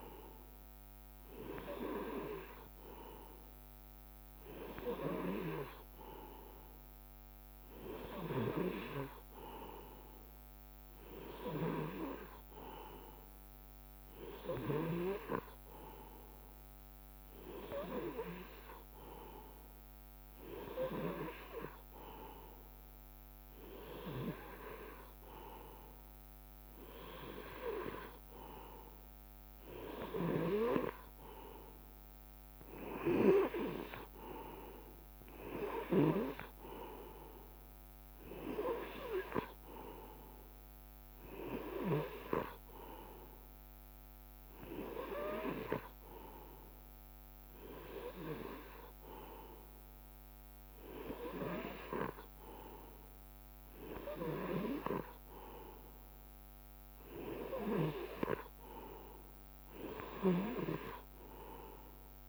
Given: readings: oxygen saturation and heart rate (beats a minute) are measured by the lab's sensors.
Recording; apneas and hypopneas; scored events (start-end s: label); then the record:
breathing in sleep by a microphone on the trachea; none
none scored
From the record:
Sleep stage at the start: N2 (light sleep); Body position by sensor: on the right side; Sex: male